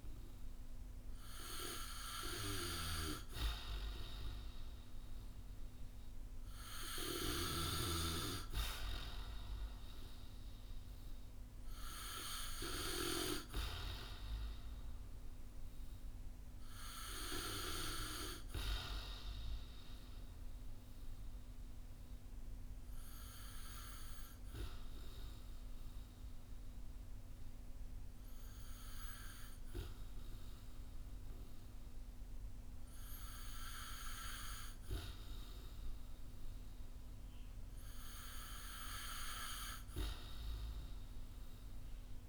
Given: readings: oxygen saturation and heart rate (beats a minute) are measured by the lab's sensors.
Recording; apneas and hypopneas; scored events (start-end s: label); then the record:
breathing in sleep by a room microphone; none
none scored
From the record:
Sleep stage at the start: N2 (light sleep); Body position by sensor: on the back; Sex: male